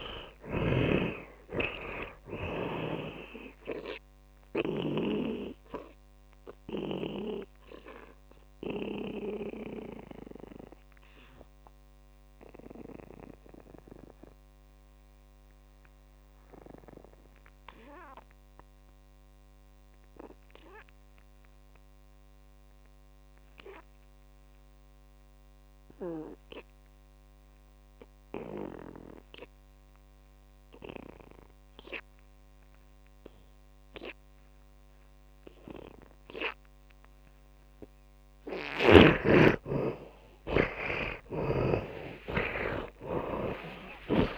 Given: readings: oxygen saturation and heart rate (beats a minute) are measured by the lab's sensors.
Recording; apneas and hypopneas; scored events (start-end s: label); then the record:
breathing in sleep by a microphone on the trachea; 1
0.00-5.50 s: snoring (device-marked)
0.00-25.50 s: oxygen desaturation (device-marked, oxygen 80% lowest)
7.00-38.50 s: mixed apnea (oxygen 100% before, 79% lowest)
32.50-44.38 s: oxygen desaturation (device-marked, oxygen 100% before, 79% lowest)
41.50-44.38 s: arousal
41.50-44.38 s: snoring (device-marked)
From the record:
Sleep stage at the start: N2 (light sleep); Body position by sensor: on the back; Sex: male